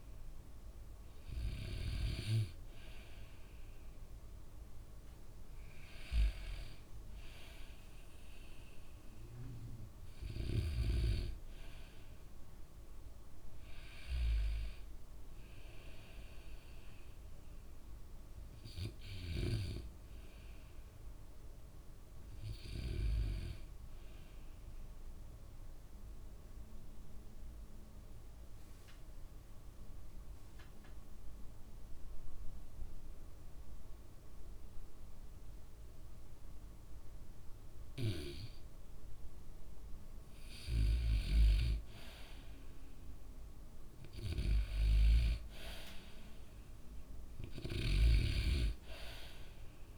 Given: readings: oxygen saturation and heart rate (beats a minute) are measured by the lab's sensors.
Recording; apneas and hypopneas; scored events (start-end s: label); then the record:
breathing in sleep by a room microphone; 1
0.00-5.50 s: oxygen desaturation (device-marked, oxygen 87% lowest, heart rate 62 extreme)
25.00-40.00 s: obstructive apnea (oxygen 98% before, 90% lowest, heart rate 64 before, 64 extreme, up 3 after)
43.00-46.50 s: arousal
43.50-49.98 s: new sleep stage, N2 (light sleep)
47.50-49.98 s: oxygen desaturation (device-marked, oxygen 97% before, 90% lowest, heart rate 65 before, 60 extreme)
From the record:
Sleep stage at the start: REM sleep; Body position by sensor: on the back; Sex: male